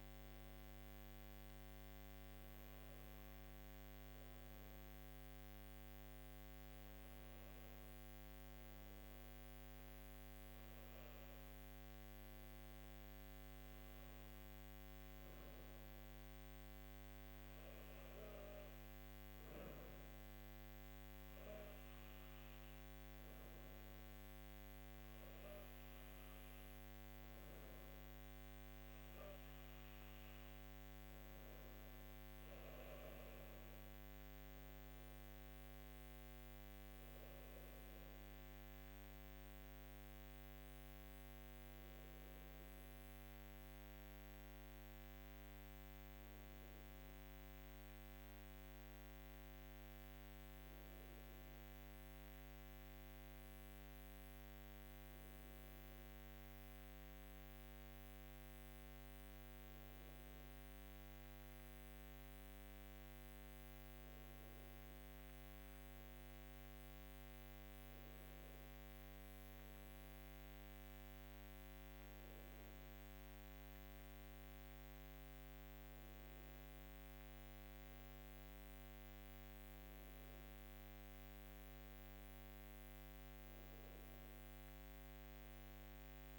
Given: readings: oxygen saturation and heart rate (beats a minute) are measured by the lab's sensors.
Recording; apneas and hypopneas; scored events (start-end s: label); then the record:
breathing in sleep, hard to hear, by a microphone on the trachea; none
none scored
From the record:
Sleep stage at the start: N2 (light sleep); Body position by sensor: on the left side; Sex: female